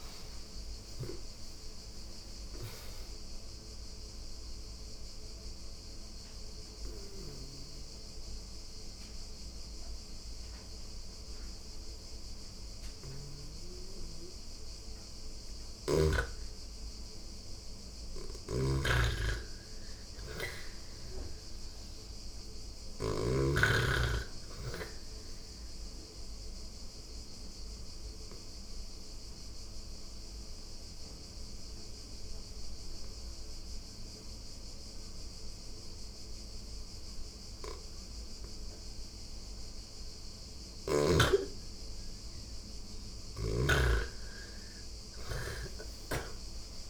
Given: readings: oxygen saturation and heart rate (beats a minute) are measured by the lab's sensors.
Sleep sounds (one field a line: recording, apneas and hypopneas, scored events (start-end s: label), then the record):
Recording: breathing in sleep by a room microphone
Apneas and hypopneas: 2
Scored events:
1.00-17.00 s: oxygen desaturation (device-marked, oxygen 98% before, 88% lowest)
3.50-15.00 s: mixed apnea (oxygen 99% before, 86% lowest)
12.00-15.50 s: snoring (device-marked)
17.50-20.50 s: arousal
17.50-22.50 s: snoring (device-marked)
24.50-39.50 s: obstructive apnea (oxygen 98% before, 86% lowest)
28.00-38.00 s: oxygen desaturation (device-marked, oxygen 97% before, 90% lowest)
44.00-46.90 s: oxygen desaturation (device-marked, oxygen 97% before, 86% lowest)
45.00-46.90 s: arousal
From the record:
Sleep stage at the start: N2 (light sleep)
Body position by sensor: on the back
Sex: female